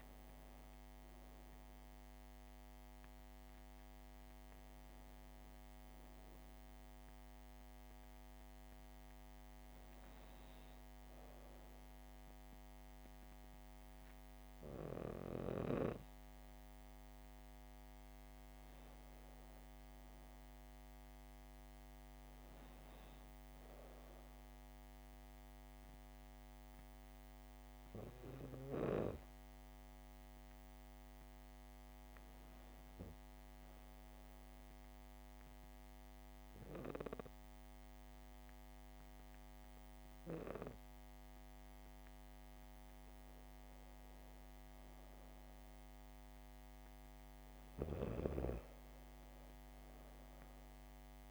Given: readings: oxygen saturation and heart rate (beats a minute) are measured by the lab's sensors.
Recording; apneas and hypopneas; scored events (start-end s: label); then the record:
breathing in sleep by a microphone on the trachea; 1
0.00-1.50 s: oxygen desaturation (device-marked, oxygen 93% lowest, heart rate 69 extreme)
18.50-22.00 s: arousal
26.50-42.00 s: hypopnea (oxygen 99% before, 94% lowest, heart rate 71 before, 67 extreme, up 2 after)
41.50-51.31 s: oxygen desaturation (device-marked, oxygen 98% before, 95% lowest, heart rate 69 before, 67 extreme)
44.00-47.50 s: arousal
From the record:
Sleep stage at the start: N2 (light sleep); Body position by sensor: on the back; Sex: female